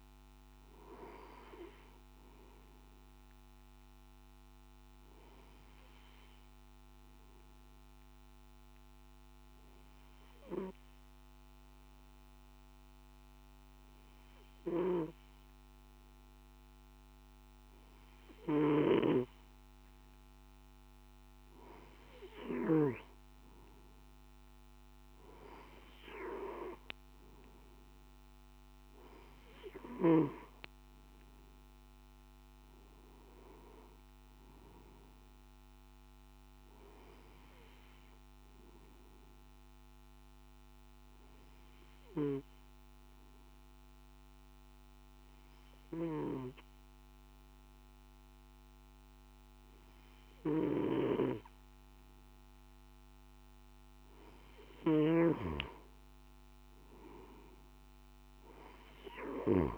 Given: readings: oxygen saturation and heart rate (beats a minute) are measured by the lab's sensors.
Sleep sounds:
breathing in sleep by a microphone on the trachea; 2
3.50-20.50 s: oxygen desaturation (device-marked, oxygen 96% before, 93% lowest, heart rate 55 before, 50 extreme)
6.00-18.50 s: obstructive apnea (oxygen 97% before, 93% lowest, heart rate 55 before, 51 extreme, up 4 after)
40.50-52.50 s: obstructive apnea (oxygen 97% before, 94% lowest, heart rate 54 before, 45 extreme, up 5 after)
55.00-59.50 s: snoring (device-marked)
From the record:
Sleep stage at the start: N1 (lightest sleep); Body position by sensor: on the back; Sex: male

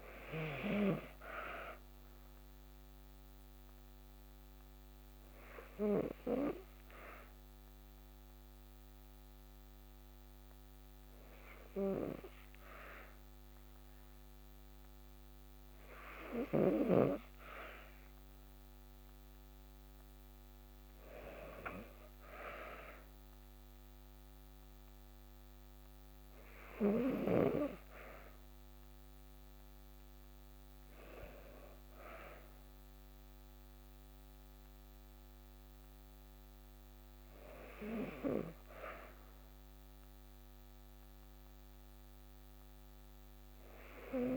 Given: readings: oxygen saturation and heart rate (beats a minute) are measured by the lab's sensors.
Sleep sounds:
breathing in sleep by a microphone on the trachea; 1
2.00-16.00 s: hypopnea (oxygen 95% before, 94% lowest, heart rate 54 before, 53 extreme, up 2 after)
18.00-21.00 s: arousal
From the record:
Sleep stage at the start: N2 (light sleep); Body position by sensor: on the back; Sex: female

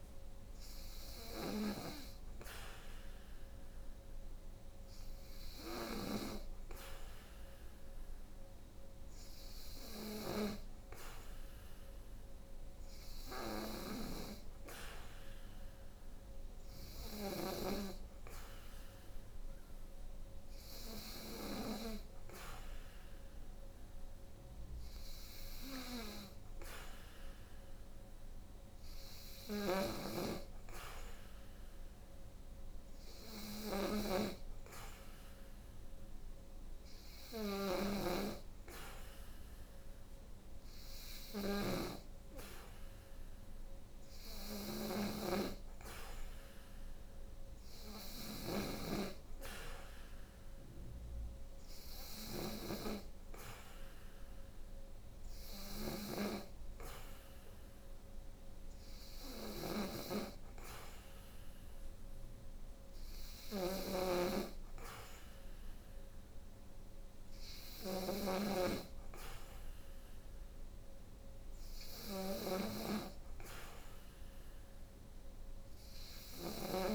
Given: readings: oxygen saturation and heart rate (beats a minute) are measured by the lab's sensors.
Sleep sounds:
breathing in sleep by a room microphone; none
0.00-1.00 s: snoring (device-marked)
13.00-17.00 s: snoring (device-marked)
28.50-76.95 s: snoring (device-marked)
From the record:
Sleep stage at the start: N3 (deep sleep); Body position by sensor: on the back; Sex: female

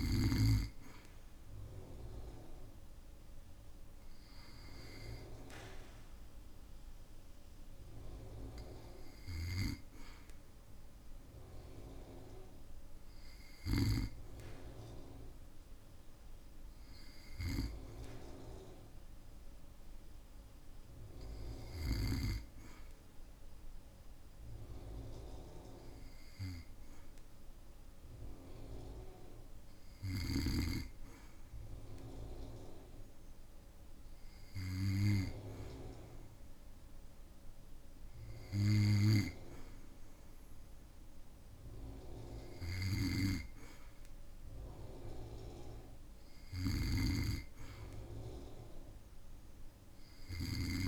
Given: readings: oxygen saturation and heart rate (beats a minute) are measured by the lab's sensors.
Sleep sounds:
breathing in sleep by a room microphone; none
42.50-50.50 s: snoring (device-marked)
From the record:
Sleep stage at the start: N2 (light sleep); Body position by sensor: on the back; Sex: male

